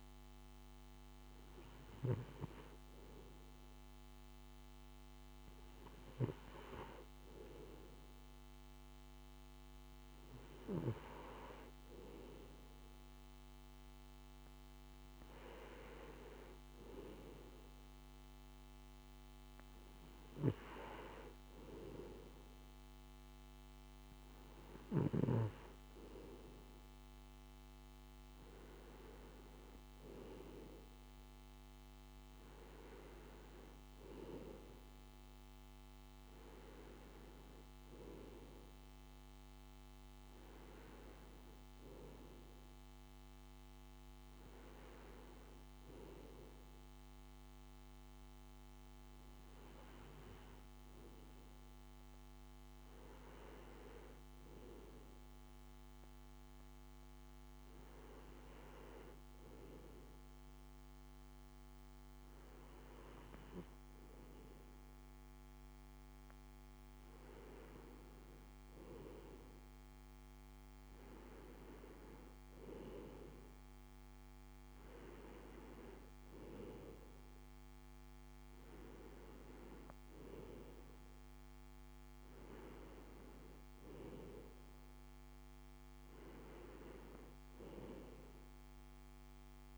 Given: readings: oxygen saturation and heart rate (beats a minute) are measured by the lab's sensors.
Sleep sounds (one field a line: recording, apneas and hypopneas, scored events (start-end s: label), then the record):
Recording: breathing in sleep by a microphone on the trachea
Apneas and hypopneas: none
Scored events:
none scored
From the record:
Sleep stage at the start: N2 (light sleep)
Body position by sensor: on the right side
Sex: male